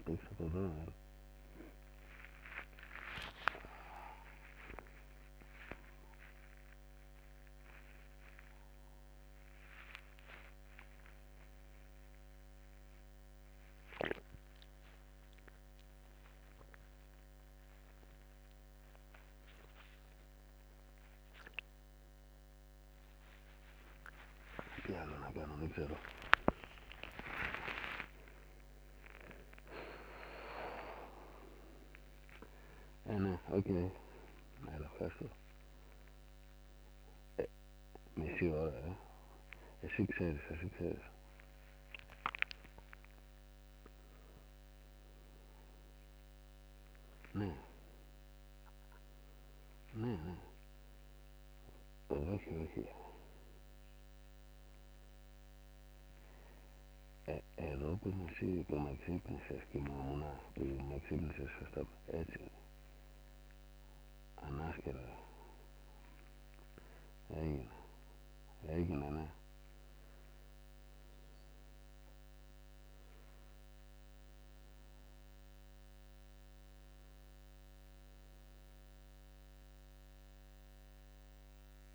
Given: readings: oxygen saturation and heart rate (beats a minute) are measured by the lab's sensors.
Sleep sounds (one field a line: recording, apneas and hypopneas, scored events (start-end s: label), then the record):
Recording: a person awake in a sleep study, by a microphone on the trachea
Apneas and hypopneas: none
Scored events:
0.50-2.50 s: long interval between heartbeats (device-marked, heart rate 116 before, 110 extreme)
3.00-5.00 s: long interval between heartbeats (device-marked, heart rate 118 before, 74 extreme)
25.50-27.50 s: long interval between heartbeats (device-marked, heart rate 91 before, 120 extreme)
51.50-60.50 s: snoring (device-marked)
56.00-58.00 s: long interval between heartbeats (device-marked, heart rate 87 before, 87 extreme)
57.50-81.95 s: new sleep stage, N1 (lightest sleep)
From the record:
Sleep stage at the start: awake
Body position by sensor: on the back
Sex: male